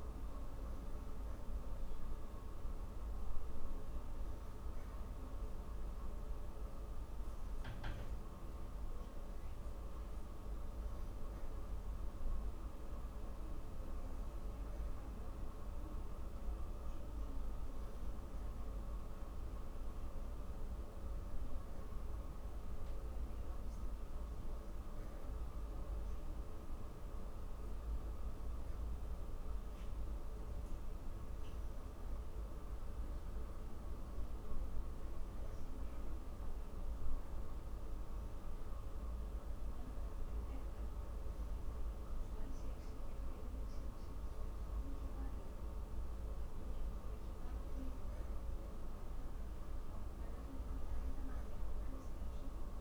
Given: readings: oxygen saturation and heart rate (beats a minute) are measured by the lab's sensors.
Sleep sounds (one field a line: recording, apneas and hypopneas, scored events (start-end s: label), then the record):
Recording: breathing in sleep, hard to hear, by a room microphone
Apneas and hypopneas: none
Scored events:
none scored
From the record:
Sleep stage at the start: N3 (deep sleep)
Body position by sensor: on the back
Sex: female